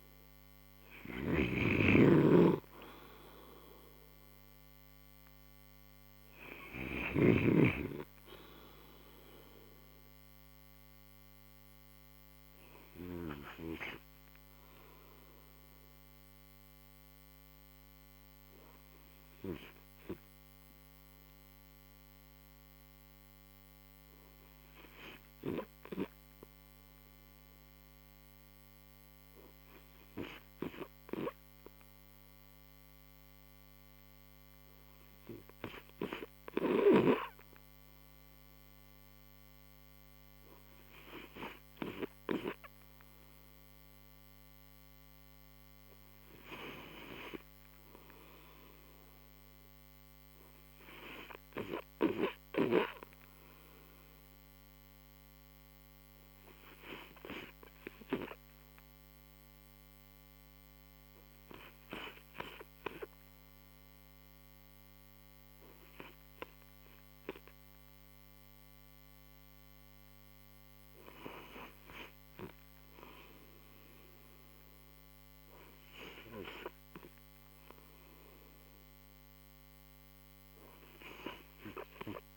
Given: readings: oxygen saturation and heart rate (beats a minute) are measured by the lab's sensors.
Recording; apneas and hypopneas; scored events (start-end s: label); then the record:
breathing in sleep by a microphone on the trachea; 2
0.00-2.50 s: snoring (device-marked)
6.50-27.50 s: hypopnea (oxygen 97% before, 89% lowest)
31.50-35.00 s: arousal
53.00-72.00 s: oxygen desaturation (device-marked, oxygen 96% before, 89% lowest)
54.50-69.00 s: obstructive apnea (oxygen 100% before, 83% lowest)
72.00-75.50 s: arousal
From the record:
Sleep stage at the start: N2 (light sleep); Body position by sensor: on the right side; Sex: male